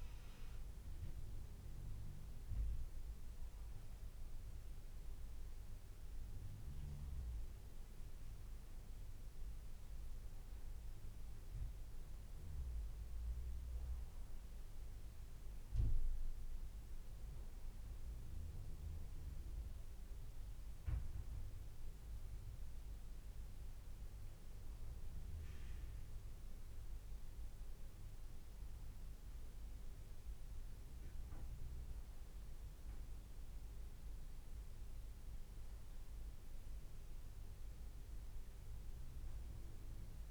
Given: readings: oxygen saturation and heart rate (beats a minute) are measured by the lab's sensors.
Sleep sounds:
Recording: breathing in sleep, hard to hear, by a room microphone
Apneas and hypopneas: none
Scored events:
none scored
From the record:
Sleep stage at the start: N2 (light sleep)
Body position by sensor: on the back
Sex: male

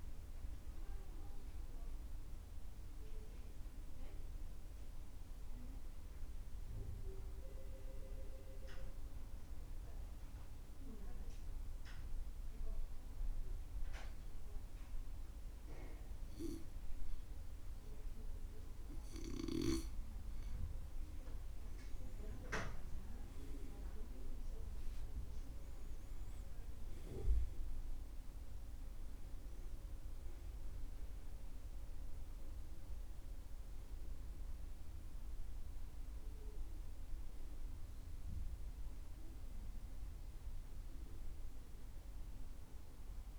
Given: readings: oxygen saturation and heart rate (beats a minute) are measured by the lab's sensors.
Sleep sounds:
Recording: breathing in sleep by a room microphone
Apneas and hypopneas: 1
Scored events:
2.50-21.00 s: obstructive apnea (oxygen 95% before, 88% lowest, heart rate 72 before, 64 extreme, up 12 after)
23.00-26.50 s: arousal
23.00-43.39 s: oxygen desaturation (device-marked, oxygen 95% before, 88% lowest, heart rate 66 before, 64 extreme)
From the record:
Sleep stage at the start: N2 (light sleep)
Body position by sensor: on the back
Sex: male

